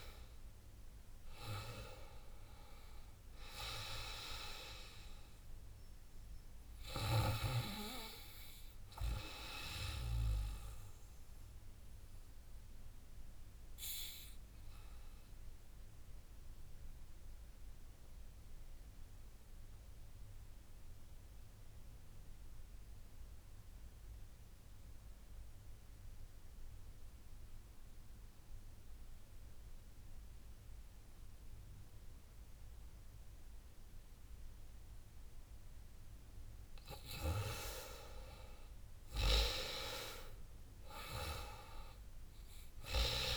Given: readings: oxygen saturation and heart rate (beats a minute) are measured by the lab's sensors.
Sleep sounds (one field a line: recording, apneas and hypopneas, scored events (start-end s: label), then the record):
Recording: breathing in sleep by a room microphone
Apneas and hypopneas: 1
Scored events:
0.00-9.00 s: drop in pulse transit time (device-marked, heart rate 81 extreme)
0.00-19.00 s: oxygen desaturation (device-marked, oxygen 87% lowest, heart rate 70 extreme)
10.50-34.50 s: obstructive apnea (oxygen 98% before, 88% lowest, heart rate 83 before, 70 extreme, up 19 after)
26.00-30.00 s: drop in pulse transit time (device-marked, heart rate 79 before, 73 extreme)
37.00-40.00 s: arousal
39.00-43.37 s: drop in pulse transit time (device-marked, heart rate 75 before, 79 extreme)
41.00-43.37 s: oxygen desaturation (device-marked, oxygen 98% before, 93% lowest, heart rate 75 before, 73 extreme)
From the record:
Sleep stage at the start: REM sleep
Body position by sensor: on the back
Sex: female